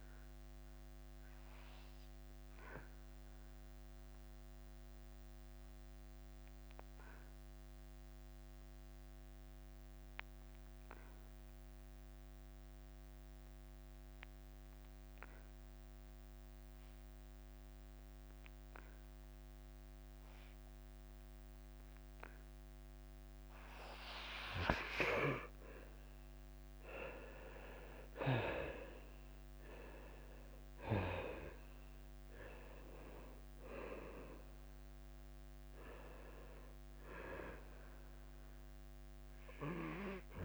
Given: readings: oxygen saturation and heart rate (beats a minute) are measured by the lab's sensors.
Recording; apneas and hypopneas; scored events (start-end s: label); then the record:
breathing in sleep by a microphone on the trachea; 1
0.00-3.00 s: drop in pulse transit time (device-marked, heart rate 89 extreme)
0.50-25.00 s: obstructive apnea (oxygen 97% before, 77% lowest, heart rate 91 before, 85 extreme, up 4 after)
11.00-21.00 s: oxygen desaturation (device-marked, oxygen 93% before, 78% lowest, heart rate 93 before, 85 extreme)
28.00-32.00 s: arousal
28.00-40.44 s: drop in pulse transit time (device-marked, heart rate 90 before, 88 extreme)
From the record:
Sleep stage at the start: N2 (light sleep); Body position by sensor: on the back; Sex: male